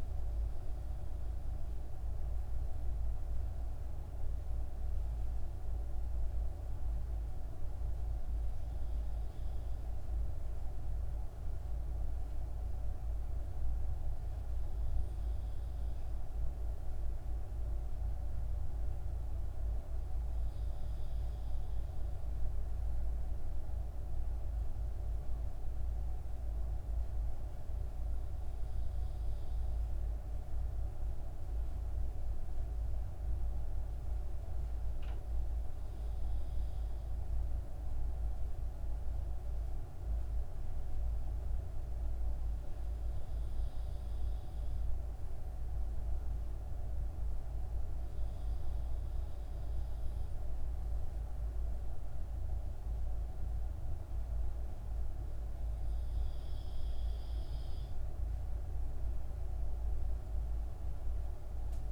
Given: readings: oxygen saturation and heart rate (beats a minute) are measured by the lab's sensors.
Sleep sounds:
breathing in sleep, hard to hear, by a room microphone; none
none scored
From the record:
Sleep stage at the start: N2 (light sleep); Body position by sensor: on the back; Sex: male

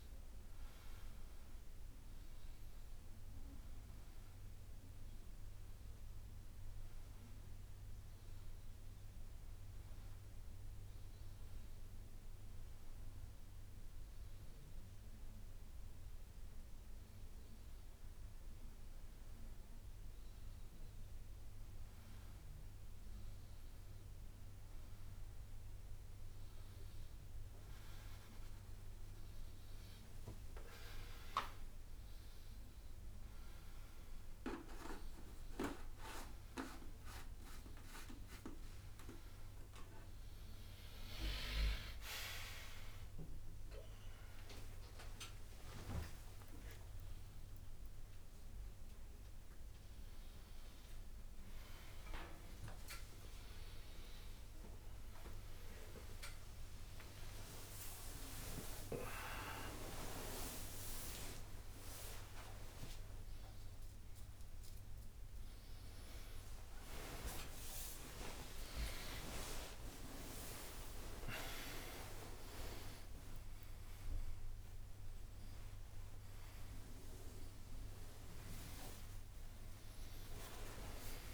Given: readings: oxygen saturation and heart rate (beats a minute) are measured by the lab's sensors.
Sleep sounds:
a person awake in a sleep study, by a room microphone; none
13.00-15.00 s: long interval between heartbeats (device-marked, heart rate 91 before, 89 extreme)
26.00-34.00 s: tachycardia (device-marked, heart rate 88 before, 122 extreme)
27.50-29.50 s: long interval between heartbeats (device-marked, heart rate 90 before, 98 extreme)
30.00-32.00 s: long interval between heartbeats (device-marked, heart rate 91 before, 110 extreme)
41.00-53.00 s: drop in pulse transit time (device-marked, heart rate 100 before, 91 extreme)
43.00-64.00 s: tachycardia (device-marked, heart rate 90 before, 142 extreme)
46.00-48.00 s: long interval between heartbeats (device-marked, heart rate 101 before, 115 extreme)
50.50-52.50 s: long interval between heartbeats (device-marked, heart rate 105 before, 137 extreme)
52.50-54.50 s: long interval between heartbeats (device-marked, heart rate 107 before, 136 extreme)
56.50-58.50 s: long interval between heartbeats (device-marked, heart rate 111 before, 122 extreme)
61.50-63.50 s: long interval between heartbeats (device-marked, heart rate 116 before, 113 extreme)
65.00-67.00 s: long interval between heartbeats (device-marked, heart rate 120 before, 109 extreme)
65.00-77.00 s: tachycardia (device-marked, heart rate 92 before, 157 extreme)
68.50-70.50 s: long interval between heartbeats (device-marked, heart rate 120 before, 116 extreme)
73.00-75.00 s: long interval between heartbeats (device-marked, heart rate 121 before, 153 extreme)
74.00-81.33 s: oxygen desaturation (device-marked, oxygen 97% before, 94% lowest, heart rate 122 before, 75 extreme)
76.00-78.00 s: long interval between heartbeats (device-marked, heart rate 123 before, 127 extreme)
From the record:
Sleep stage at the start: awake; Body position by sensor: upright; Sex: male

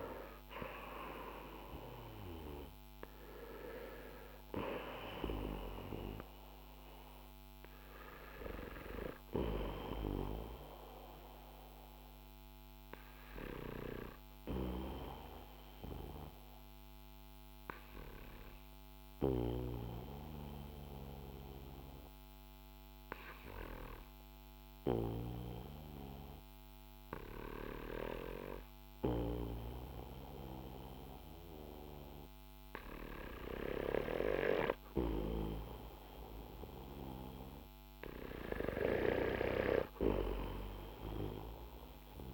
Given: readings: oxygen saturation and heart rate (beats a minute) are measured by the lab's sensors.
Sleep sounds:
breathing in sleep by a microphone on the trachea; 1
11.00-38.00 s: obstructive apnea (oxygen 96% before, 91% lowest, heart rate 59 before, 44 extreme, up 10 after)
14.00-28.00 s: oxygen desaturation (device-marked, oxygen 94% before, 91% lowest, heart rate 58 before, 48 extreme)
From the record:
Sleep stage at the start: N2 (light sleep); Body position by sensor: on the back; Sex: male

